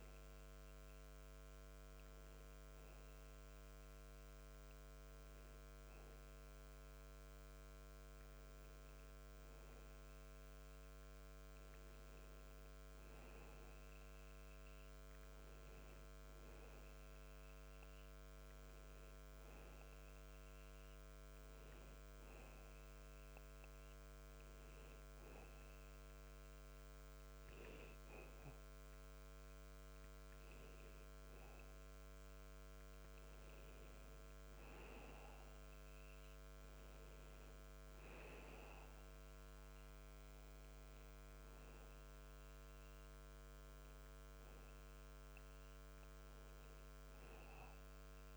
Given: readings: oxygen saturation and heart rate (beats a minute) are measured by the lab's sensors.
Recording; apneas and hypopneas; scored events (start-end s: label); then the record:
breathing in sleep, hard to hear, by a microphone on the trachea; none
none scored
From the record:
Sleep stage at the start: N2 (light sleep); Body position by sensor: on the back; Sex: male